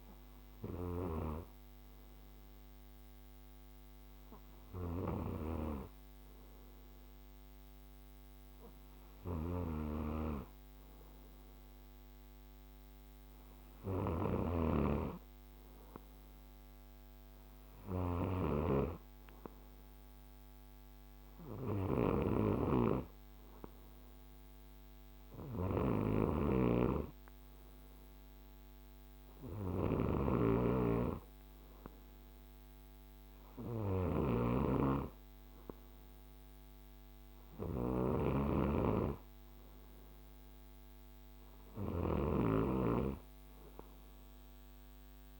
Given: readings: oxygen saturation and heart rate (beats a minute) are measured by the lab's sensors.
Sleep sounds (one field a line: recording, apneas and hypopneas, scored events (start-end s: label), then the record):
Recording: breathing in sleep by a microphone on the trachea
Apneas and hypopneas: none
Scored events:
5.00-45.40 s: snoring (device-marked)
From the record:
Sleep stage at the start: N2 (light sleep)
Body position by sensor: on the right side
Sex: male